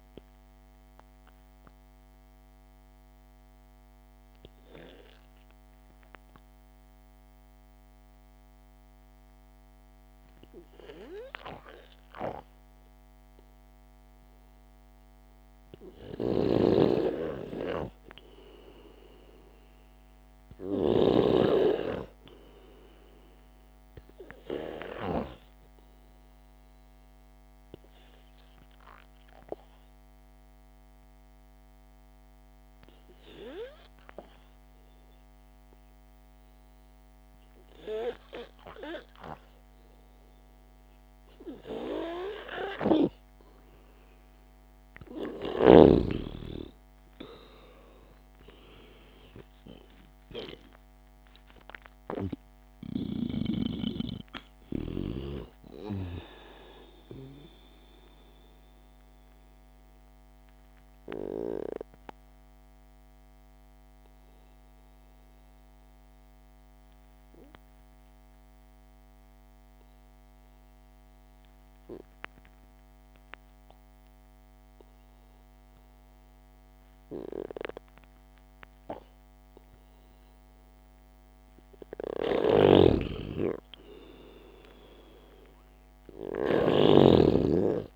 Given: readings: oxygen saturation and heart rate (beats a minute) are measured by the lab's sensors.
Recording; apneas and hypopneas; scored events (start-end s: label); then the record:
breathing in sleep by a microphone on the trachea; 3
1.00-15.50 s: obstructive apnea (oxygen 97% before, 92% lowest, heart rate 64 before, 55 extreme)
16.50-21.50 s: snoring (device-marked)
17.50-21.00 s: arousal
26.50-40.00 s: obstructive apnea (oxygen 97% before, 92% lowest, heart rate 62 before, 58 extreme, up 5 after)
43.00-46.50 s: arousal
61.50-79.00 s: hypopnea (oxygen 96% before, 91% lowest, heart rate 66 before, 54 extreme, up 0 after)
82.50-86.00 s: arousal
82.50-87.00 s: snoring (device-marked)
85.50-87.96 s: oxygen desaturation (device-marked, oxygen 98% before, 93% lowest, heart rate 64 before, 56 extreme)
From the record:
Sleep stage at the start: N2 (light sleep); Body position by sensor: on the back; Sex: male